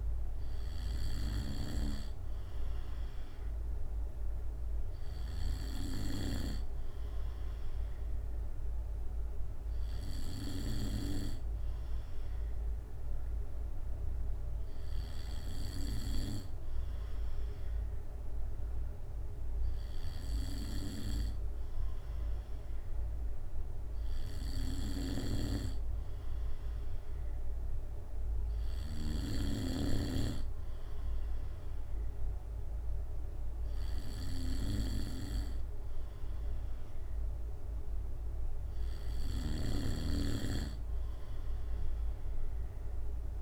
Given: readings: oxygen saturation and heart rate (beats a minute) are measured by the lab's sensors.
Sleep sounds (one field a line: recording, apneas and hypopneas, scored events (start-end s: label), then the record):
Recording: breathing in sleep by a room microphone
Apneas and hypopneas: 1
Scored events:
11.00-25.00 s: hypopnea (oxygen 96% before, 96% lowest, heart rate 66 before, 64 extreme, up 1 after)
26.50-29.50 s: arousal
From the record:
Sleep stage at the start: N2 (light sleep)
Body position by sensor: on the back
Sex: male